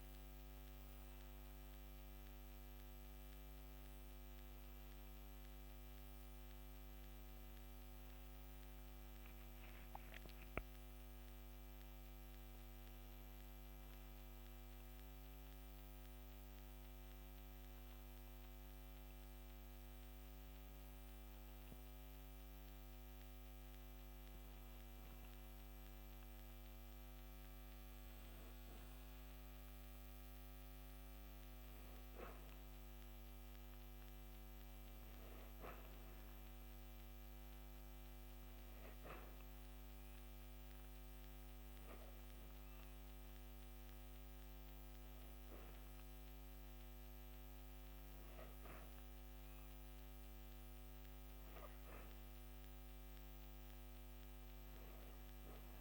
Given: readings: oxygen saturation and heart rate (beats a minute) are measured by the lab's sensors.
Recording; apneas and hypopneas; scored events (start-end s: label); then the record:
breathing in sleep, hard to hear, by a microphone on the trachea; 1
24.00-28.50 s: arousal
35.50-50.50 s: hypopnea (oxygen 92% before, 91% lowest, heart rate 59 before, 48 extreme, up 5 after)
From the record:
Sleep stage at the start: N2 (light sleep); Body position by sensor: on the back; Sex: female